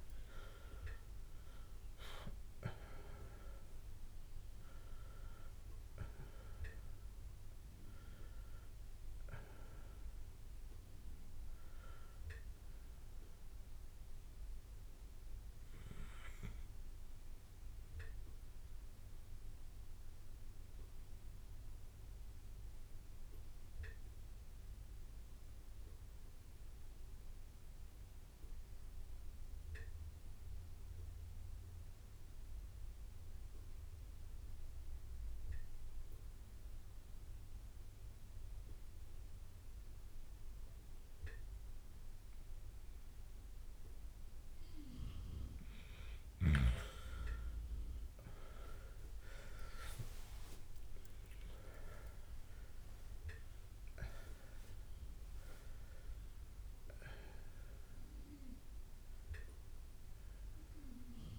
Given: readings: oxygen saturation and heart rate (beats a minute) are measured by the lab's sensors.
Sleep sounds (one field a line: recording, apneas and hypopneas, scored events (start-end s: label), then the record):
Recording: breathing in sleep by a room microphone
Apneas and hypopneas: 1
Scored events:
0.00-3.00 s: arousal
0.00-34.50 s: oxygen desaturation (device-marked, oxygen 91% lowest, heart rate 46 extreme)
1.50-3.50 s: long interval between heartbeats (device-marked, heart rate 68 before, 72 extreme)
5.00-7.00 s: long interval between heartbeats (device-marked, heart rate 69 before, 73 extreme)
8.50-29.50 s: bradycardia (device-marked, heart rate 46 before, 46 extreme)
10.50-61.39 s: new sleep stage, REM sleep
20.00-45.50 s: obstructive apnea (oxygen 98% before, 90% lowest, heart rate 67 before, 48 extreme)
30.50-33.50 s: bradycardia (device-marked, heart rate 48 before, 50 extreme)
33.00-35.00 s: long interval between heartbeats (device-marked, heart rate 50 before, 58 extreme)
35.50-39.50 s: bradycardia (device-marked, heart rate 49 before, 56 extreme)
43.50-54.50 s: drop in pulse transit time (device-marked, heart rate 55 before, 94 extreme)
44.00-46.00 s: long interval between heartbeats (device-marked, heart rate 55 before, 94 extreme)
46.00-48.00 s: long interval between heartbeats (device-marked, heart rate 60 before, 119 extreme)
47.50-52.00 s: arousal
47.50-61.39 s: oxygen desaturation (device-marked, oxygen 99% before, 90% lowest, heart rate 67 before, 48 extreme)
48.50-50.50 s: long interval between heartbeats (device-marked, heart rate 71 before, 126 extreme)
53.00-55.00 s: long interval between heartbeats (device-marked, heart rate 88 before, 120 extreme)
59.00-61.00 s: long interval between heartbeats (device-marked, heart rate 104 before, 77 extreme)
From the record:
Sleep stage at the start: N2 (light sleep)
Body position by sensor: on the left side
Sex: male